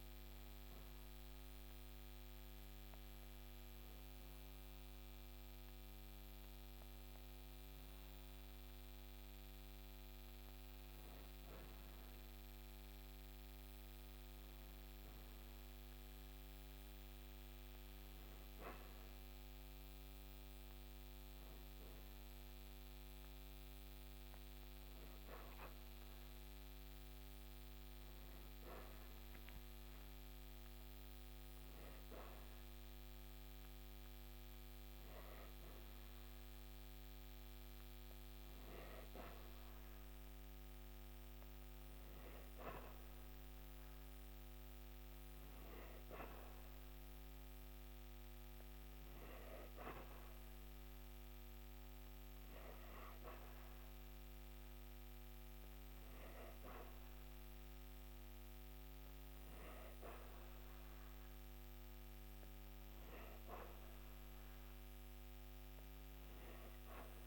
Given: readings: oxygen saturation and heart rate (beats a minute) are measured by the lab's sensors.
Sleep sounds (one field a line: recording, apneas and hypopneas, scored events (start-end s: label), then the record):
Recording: breathing in sleep, hard to hear, by a microphone on the trachea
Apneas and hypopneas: none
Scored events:
none scored
From the record:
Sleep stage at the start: N2 (light sleep)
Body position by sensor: on the back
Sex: female